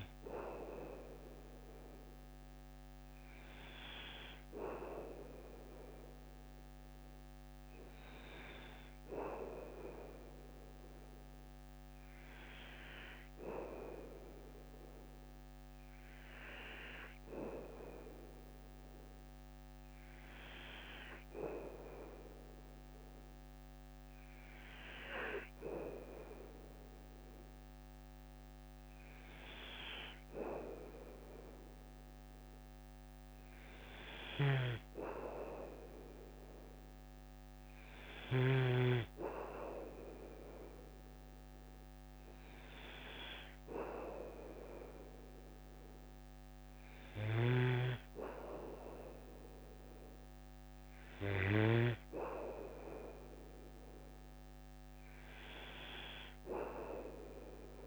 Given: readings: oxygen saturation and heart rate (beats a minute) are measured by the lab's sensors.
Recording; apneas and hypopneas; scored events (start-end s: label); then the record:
breathing in sleep by a microphone on the trachea; none
34.00-38.50 s: snoring (device-marked)
47.00-52.00 s: snoring (device-marked)
From the record:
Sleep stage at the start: N2 (light sleep); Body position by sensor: on the back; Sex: male